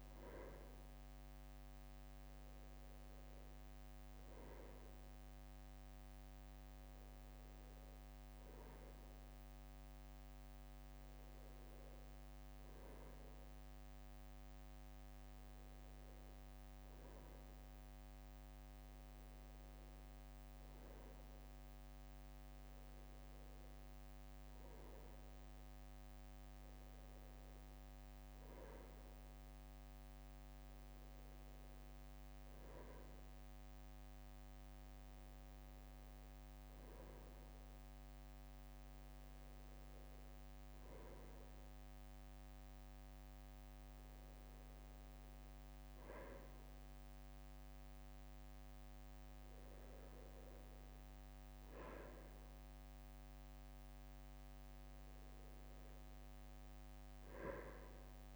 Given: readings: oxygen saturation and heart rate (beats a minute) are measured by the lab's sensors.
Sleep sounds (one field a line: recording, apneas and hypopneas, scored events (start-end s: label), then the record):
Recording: a person awake in a sleep study, hard to hear, by a microphone on the trachea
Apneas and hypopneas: none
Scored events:
9.50-58.36 s: new sleep stage, awake
From the record:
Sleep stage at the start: N1 (lightest sleep)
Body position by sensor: on the right side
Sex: male